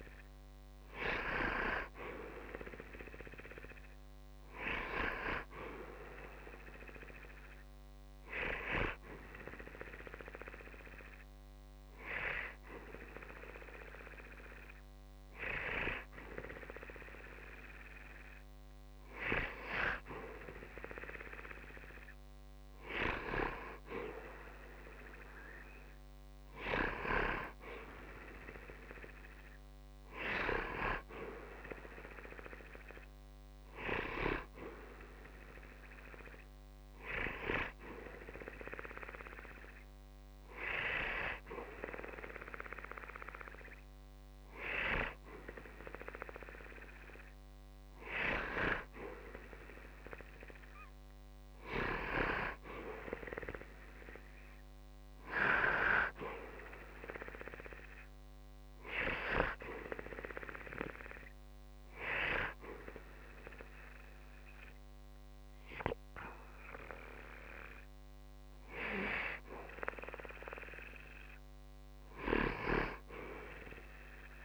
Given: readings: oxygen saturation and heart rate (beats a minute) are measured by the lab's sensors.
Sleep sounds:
breathing in sleep by a microphone on the trachea; 3
0.00-2.50 s: arousal
8.50-19.00 s: hypopnea (oxygen 94% before, 91% lowest, heart rate 60 before, 60 extreme, up 5 after)
22.00-25.50 s: arousal
37.50-47.50 s: hypopnea (oxygen 94% before, 90% lowest, heart rate 63 before, 60 extreme, up 0 after)
52.00-55.50 s: arousal
59.00-70.00 s: hypopnea (oxygen 93% before, 90% lowest, heart rate 68 before, 61 extreme, up 22 after)
72.00-74.45 s: arousal
From the record:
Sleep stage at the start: N2 (light sleep); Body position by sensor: on the back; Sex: male

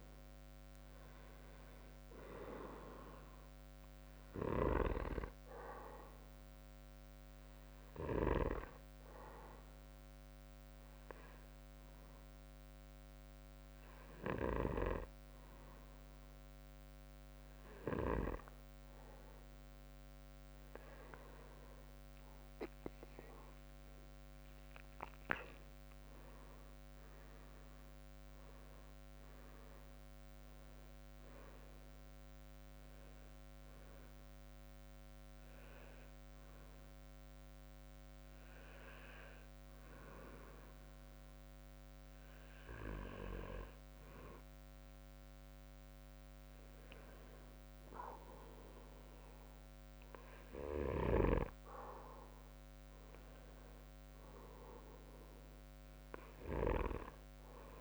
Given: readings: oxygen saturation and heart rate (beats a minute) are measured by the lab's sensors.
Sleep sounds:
breathing in sleep by a microphone on the trachea; 2
0.00-1.50 s: arousal
10.00-22.00 s: obstructive apnea (oxygen 97% before, 95% lowest, heart rate 70 before, 63 extreme, up 10 after)
23.50-35.50 s: drop in pulse transit time (device-marked, heart rate 69 before, 70 extreme)
24.00-27.50 s: arousal
34.00-44.50 s: hypopnea (oxygen 97% before, 95% lowest, heart rate 71 before, 63 extreme, up 6 after)
48.00-51.00 s: arousal
From the record:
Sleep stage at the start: N2 (light sleep); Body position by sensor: on the back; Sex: male

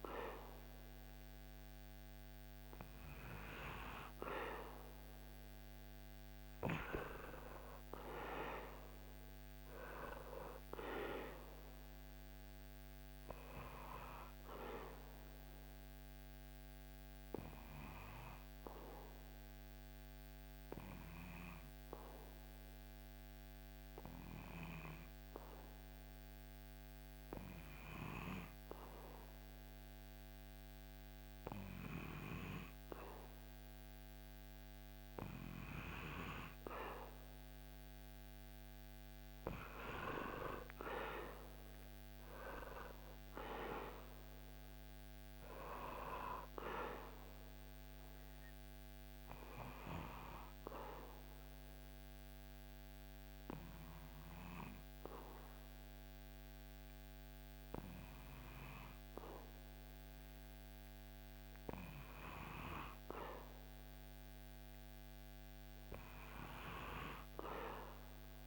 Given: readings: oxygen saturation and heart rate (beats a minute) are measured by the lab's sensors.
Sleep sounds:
breathing in sleep by a microphone on the trachea; 2
3.50-9.50 s: arousal
16.00-33.00 s: obstructive apnea (oxygen 98% before, 95% lowest, heart rate 72 before, 67 extreme, up 4 after)
35.50-40.00 s: arousal
49.00-61.50 s: obstructive apnea (oxygen 98% before, 95% lowest, heart rate 72 before, 66 extreme, up 8 after)
63.00-67.00 s: arousal
From the record:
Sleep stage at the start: N2 (light sleep); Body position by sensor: on the back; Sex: male

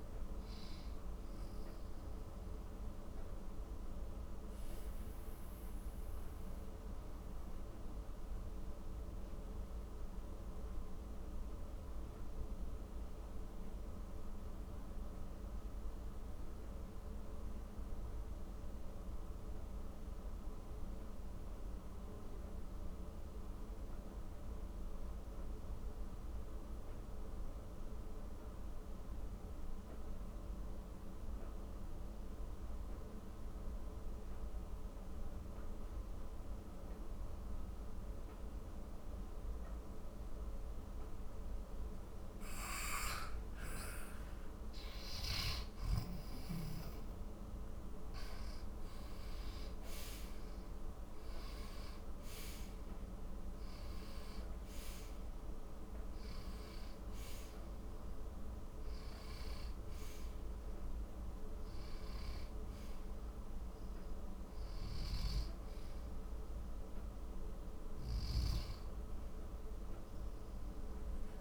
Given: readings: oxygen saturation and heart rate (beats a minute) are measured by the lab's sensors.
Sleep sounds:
breathing in sleep, hard to hear, by a room microphone; 1
0.00-17.50 s: oxygen desaturation (device-marked, oxygen 89% lowest, heart rate 48 extreme)
3.50-41.00 s: mixed apnea (oxygen 96% before, 89% lowest, heart rate 66 before, 48 extreme, up 22 after)
42.50-46.50 s: arousal
42.50-71.41 s: oxygen desaturation (device-marked, oxygen 98% before, 90% lowest, heart rate 58 before, 44 extreme)
From the record:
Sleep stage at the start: N2 (light sleep); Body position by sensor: on the back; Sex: male

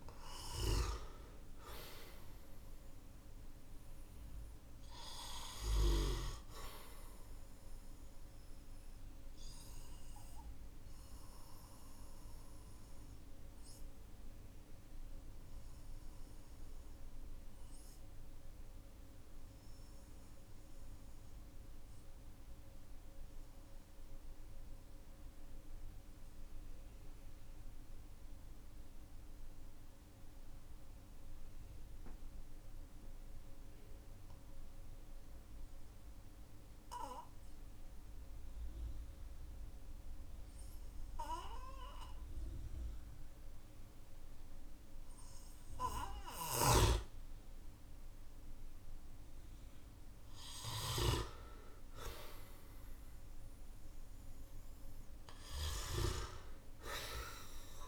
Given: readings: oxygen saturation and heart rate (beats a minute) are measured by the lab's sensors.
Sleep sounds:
breathing in sleep by a room microphone; 1
2.00-29.00 s: oxygen desaturation (device-marked, oxygen 98% before, 93% lowest, heart rate 53 before, 46 extreme)
10.50-48.50 s: obstructive apnea (oxygen 98% before, 93% lowest, heart rate 50 before, 44 extreme, up 8 after)
46.00-57.88 s: snoring (device-marked)
51.00-54.50 s: arousal
55.00-57.88 s: oxygen desaturation (device-marked, oxygen 98% before, 93% lowest, heart rate 55 before, 46 extreme)
From the record:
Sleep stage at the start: N2 (light sleep); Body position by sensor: on the back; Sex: male

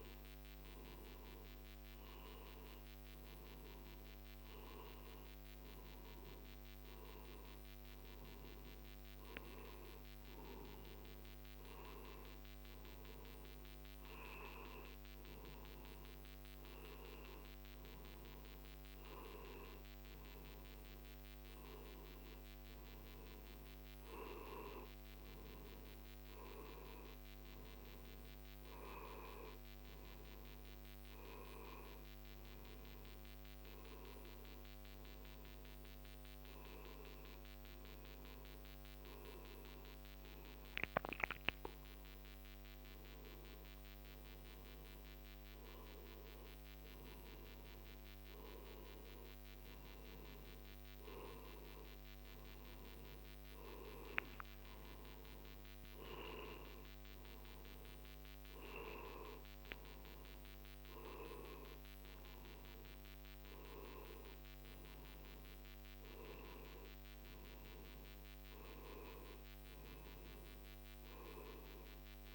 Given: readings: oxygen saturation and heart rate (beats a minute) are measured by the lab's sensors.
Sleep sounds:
a person awake in a sleep study, by a microphone on the trachea; none
none scored
From the record:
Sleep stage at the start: awake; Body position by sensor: on the right side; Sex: male

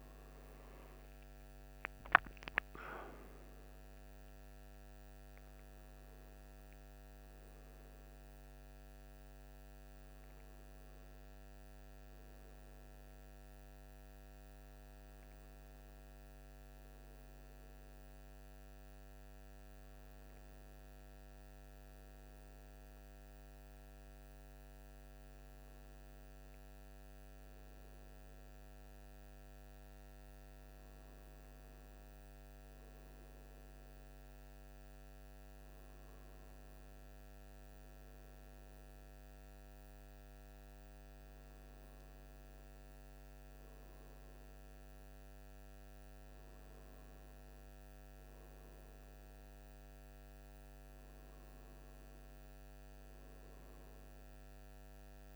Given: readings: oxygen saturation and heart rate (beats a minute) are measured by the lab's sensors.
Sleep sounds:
a person awake in a sleep study, hard to hear, by a microphone on the trachea; none
none scored
From the record:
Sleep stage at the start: awake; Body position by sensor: on the right side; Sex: male

